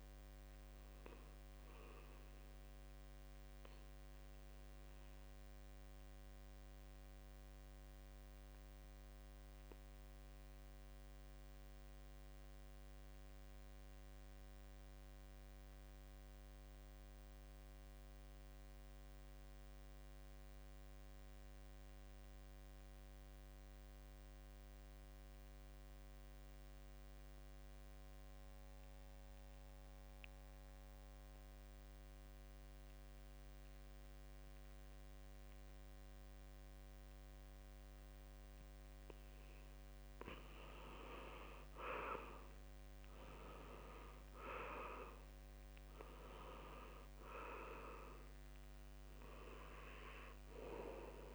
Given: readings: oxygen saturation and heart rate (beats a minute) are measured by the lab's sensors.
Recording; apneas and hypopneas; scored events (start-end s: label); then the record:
breathing in sleep by a microphone on the trachea; 1
0.00-17.00 s: oxygen desaturation (device-marked, oxygen 80% lowest, heart rate 64 extreme)
3.50-41.00 s: mixed apnea (oxygen 94% before, 79% lowest, heart rate 74 before, 64 extreme, up 4 after)
34.00-51.35 s: oxygen desaturation (device-marked, oxygen 95% before, 80% lowest, heart rate 69 before, 67 extreme)
43.50-46.50 s: arousal
From the record:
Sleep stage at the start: N2 (light sleep); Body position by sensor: on the back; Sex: male